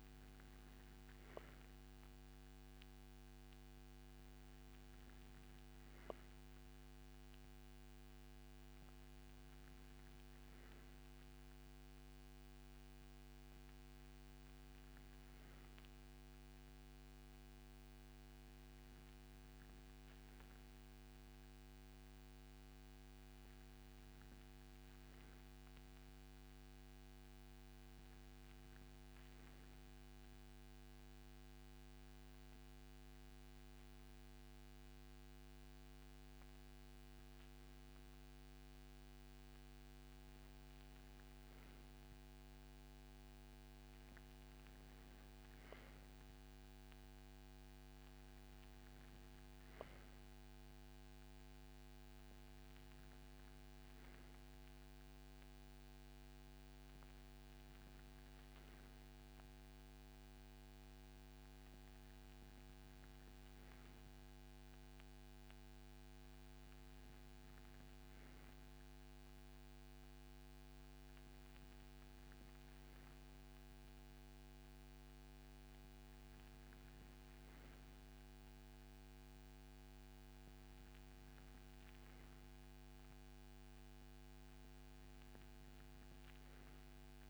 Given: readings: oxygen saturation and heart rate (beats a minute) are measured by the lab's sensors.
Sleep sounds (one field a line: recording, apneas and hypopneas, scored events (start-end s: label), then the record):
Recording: breathing in sleep, hard to hear, by a microphone on the trachea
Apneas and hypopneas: none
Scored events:
none scored
From the record:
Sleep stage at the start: N2 (light sleep)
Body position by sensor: on the right side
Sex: male